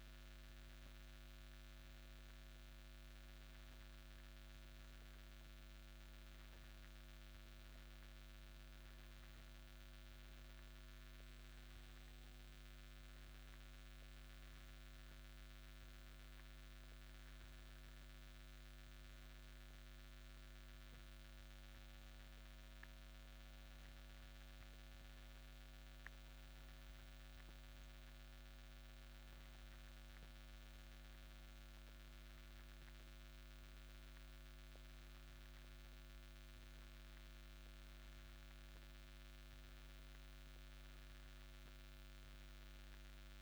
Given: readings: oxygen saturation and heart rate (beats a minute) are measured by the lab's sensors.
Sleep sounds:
breathing in sleep, hard to hear, by a microphone on the trachea; none
none scored
From the record:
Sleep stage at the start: N2 (light sleep); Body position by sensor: on the back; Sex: male

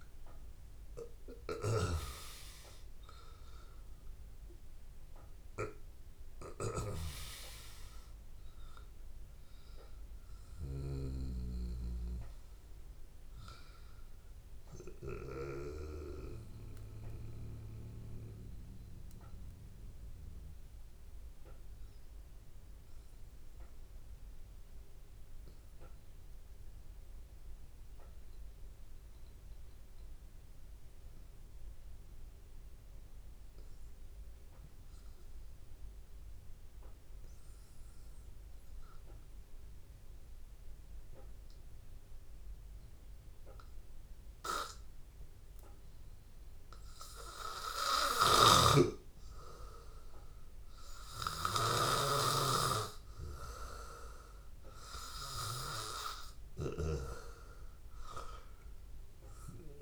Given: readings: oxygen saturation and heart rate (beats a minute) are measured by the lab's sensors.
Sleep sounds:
breathing in sleep by a room microphone; 1
0.00-1.00 s: arousal
0.00-22.00 s: oxygen desaturation (device-marked, oxygen 93% lowest, heart rate 81 extreme)
6.50-8.50 s: long interval between heartbeats (device-marked, heart rate 84 before, 88 extreme)
16.50-49.50 s: hypopnea (oxygen 97% before, 93% lowest, heart rate 86 before, 80 extreme, up 2 after)
44.00-59.82 s: oxygen desaturation (device-marked, oxygen 99% before, 95% lowest, heart rate 82 before, 79 extreme)
58.50-59.82 s: arousal
From the record:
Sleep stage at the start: N2 (light sleep); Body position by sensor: on the back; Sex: male

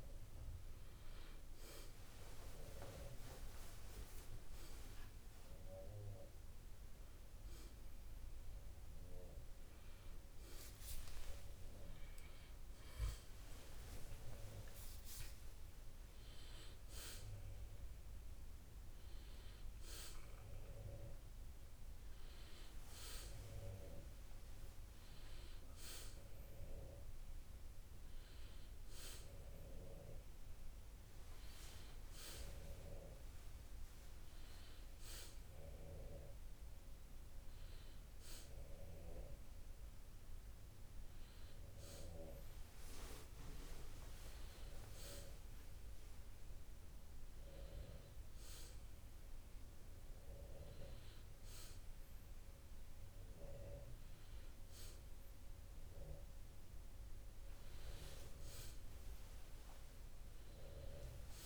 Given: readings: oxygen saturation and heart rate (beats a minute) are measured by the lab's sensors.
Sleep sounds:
a person awake in a sleep study, by a room microphone; none
54.00-61.46 s: new sleep stage, N2 (light sleep)
From the record:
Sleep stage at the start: awake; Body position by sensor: on the back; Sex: male

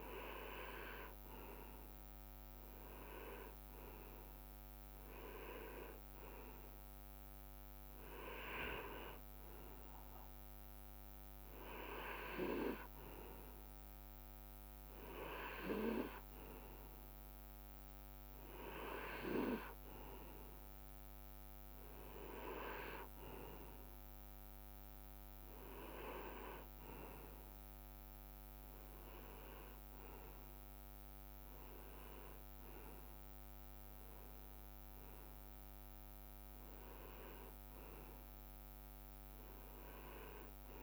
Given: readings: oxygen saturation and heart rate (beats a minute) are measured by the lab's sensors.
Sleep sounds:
breathing in sleep by a microphone on the trachea; none
none scored
From the record:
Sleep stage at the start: N2 (light sleep); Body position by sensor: on the right side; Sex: male

